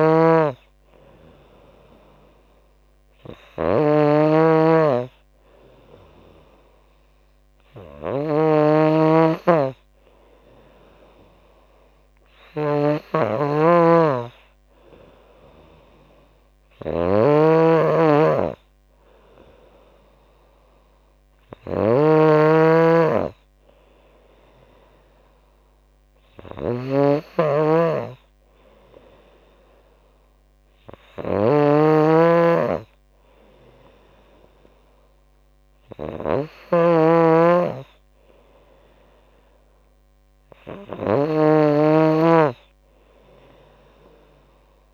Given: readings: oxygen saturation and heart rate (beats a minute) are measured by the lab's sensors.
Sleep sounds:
breathing in sleep by a microphone on the trachea; none
0.00-44.94 s: snoring (device-marked)
From the record:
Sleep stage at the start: N2 (light sleep); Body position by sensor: on the back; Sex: female

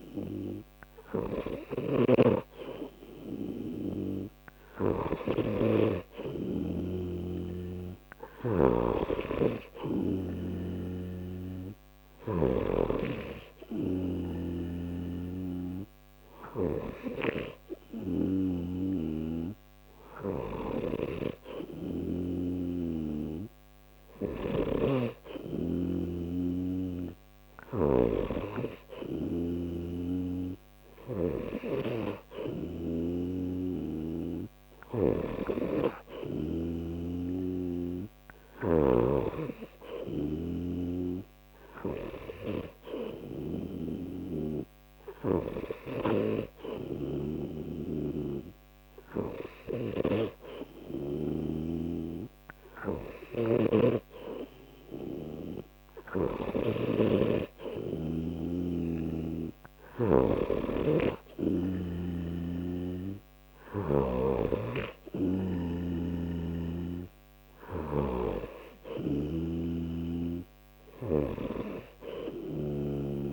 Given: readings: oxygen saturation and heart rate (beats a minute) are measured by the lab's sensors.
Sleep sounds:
breathing in sleep by a microphone on the trachea; none
0.00-12.50 s: snoring (device-marked)
14.50-31.50 s: snoring (device-marked)
33.50-37.00 s: snoring (device-marked)
47.00-57.00 s: snoring (device-marked)
63.00-73.33 s: new sleep stage, N2 (light sleep)
69.00-73.33 s: snoring (device-marked)
From the record:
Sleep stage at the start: N3 (deep sleep); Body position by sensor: on the right side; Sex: male

